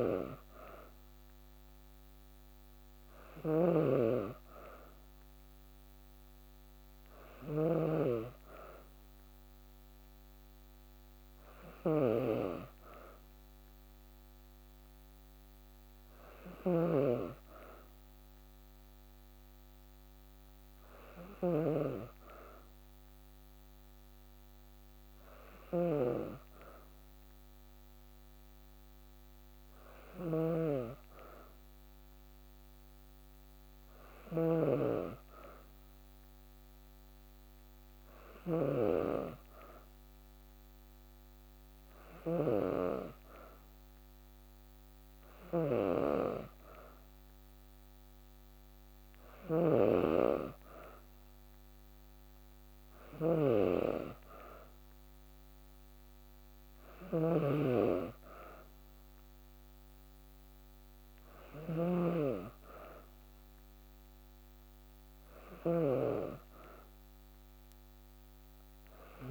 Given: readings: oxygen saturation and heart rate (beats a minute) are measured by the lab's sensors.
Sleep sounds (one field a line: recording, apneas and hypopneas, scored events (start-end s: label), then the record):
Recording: breathing in sleep by a microphone on the trachea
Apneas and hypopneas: none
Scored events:
0.00-69.31 s: snoring (device-marked)
From the record:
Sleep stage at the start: N2 (light sleep)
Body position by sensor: on the back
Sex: female